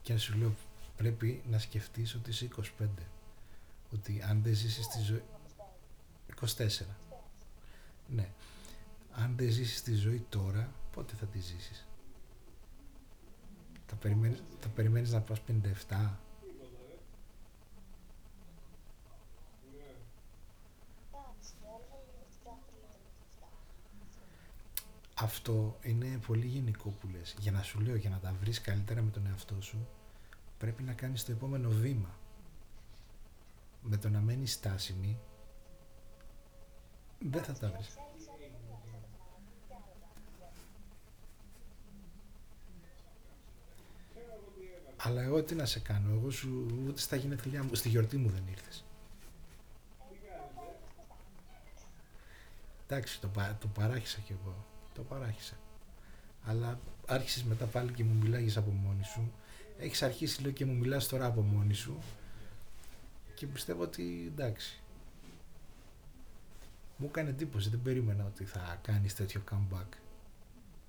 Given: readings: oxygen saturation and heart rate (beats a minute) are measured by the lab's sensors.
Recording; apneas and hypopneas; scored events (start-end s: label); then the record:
a person awake in a sleep study, by a room microphone; none
0.00-2.50 s: snoring (device-marked)
9.00-15.00 s: snoring (device-marked)
16.50-70.89 s: new sleep stage, awake
25.50-31.00 s: snoring (device-marked)
57.00-67.00 s: snoring (device-marked)
From the record:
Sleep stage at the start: N2 (light sleep); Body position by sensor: on the back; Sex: male